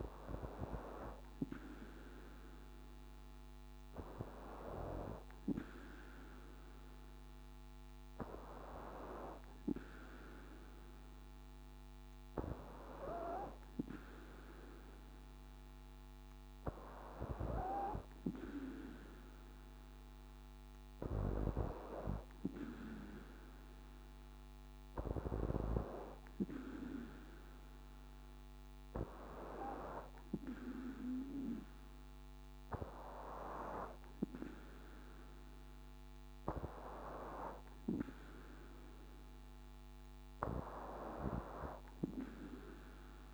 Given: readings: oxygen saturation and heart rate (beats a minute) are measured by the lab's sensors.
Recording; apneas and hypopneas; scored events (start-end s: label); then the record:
breathing in sleep by a microphone on the trachea; none
none scored
From the record:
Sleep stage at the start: N2 (light sleep); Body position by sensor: on the back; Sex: female